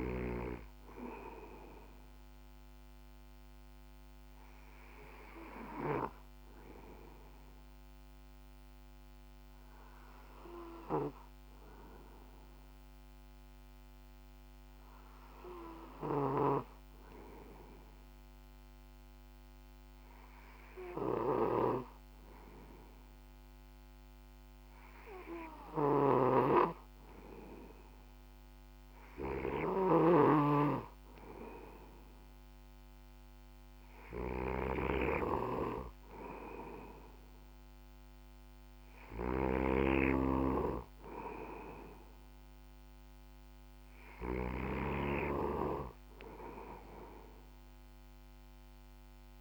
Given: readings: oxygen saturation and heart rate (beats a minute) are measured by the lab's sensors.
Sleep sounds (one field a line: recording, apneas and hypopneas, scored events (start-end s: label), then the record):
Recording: breathing in sleep by a microphone on the trachea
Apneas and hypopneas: 1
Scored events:
0.00-7.00 s: oxygen desaturation (device-marked, oxygen 93% lowest, heart rate 59 extreme)
4.00-26.00 s: hypopnea (oxygen 96% before, 94% lowest, heart rate 59 before, 56 extreme, up 4 after)
15.50-49.41 s: snoring (device-marked)
28.00-31.50 s: arousal
From the record:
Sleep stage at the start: N2 (light sleep)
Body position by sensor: on the back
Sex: male